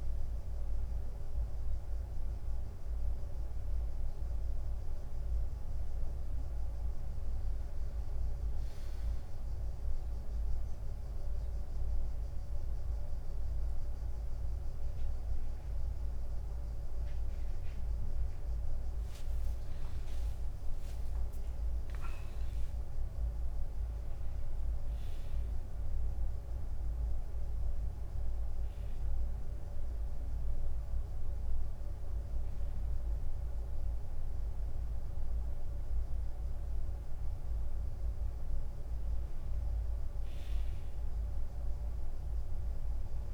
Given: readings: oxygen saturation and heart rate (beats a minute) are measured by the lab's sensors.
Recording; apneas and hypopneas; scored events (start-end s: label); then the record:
a person awake in a sleep study, hard to hear, by a room microphone; none
13.00-18.00 s: oxygen desaturation (device-marked, oxygen 99% before, 97% lowest, heart rate 97 before, 93 extreme)
From the record:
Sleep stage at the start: awake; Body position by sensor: on the right side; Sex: male